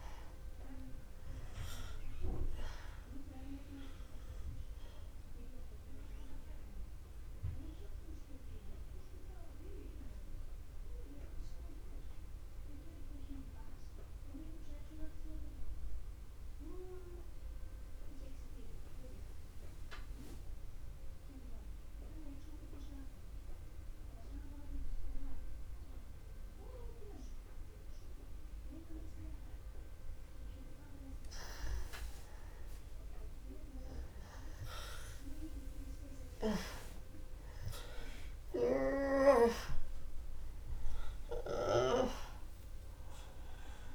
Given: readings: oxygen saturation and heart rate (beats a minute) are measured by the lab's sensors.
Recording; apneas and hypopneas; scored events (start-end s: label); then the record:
breathing in sleep by a room microphone; 1
0.00-21.50 s: oxygen desaturation (device-marked, oxygen 85% lowest)
7.50-31.50 s: obstructive apnea (oxygen 97% before, 85% lowest)
33.00-36.50 s: arousal
38.50-43.95 s: oxygen desaturation (device-marked, oxygen 97% before, 86% lowest, heart rate 42 before, 27 extreme)
From the record:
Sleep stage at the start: N2 (light sleep); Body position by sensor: on the back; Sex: male